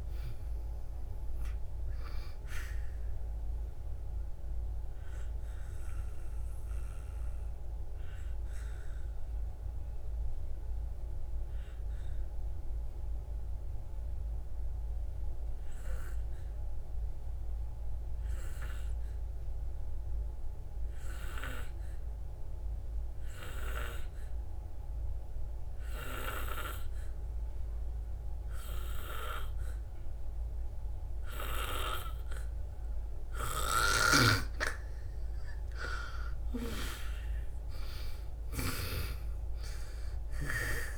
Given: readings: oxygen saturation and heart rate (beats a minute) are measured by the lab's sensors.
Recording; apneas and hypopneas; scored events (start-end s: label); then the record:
breathing in sleep by a room microphone; 1
0.00-26.00 s: oxygen desaturation (device-marked, oxygen 88% lowest, heart rate 54 extreme)
3.50-34.00 s: obstructive apnea (oxygen 98% before, 86% lowest, heart rate 66 before, 54 extreme, up 8 after)
31.00-40.98 s: oxygen desaturation (device-marked, oxygen 98% before, 86% lowest, heart rate 58 before, 55 extreme)
36.00-39.00 s: arousal
From the record:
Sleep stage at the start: N2 (light sleep); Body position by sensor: on the back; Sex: female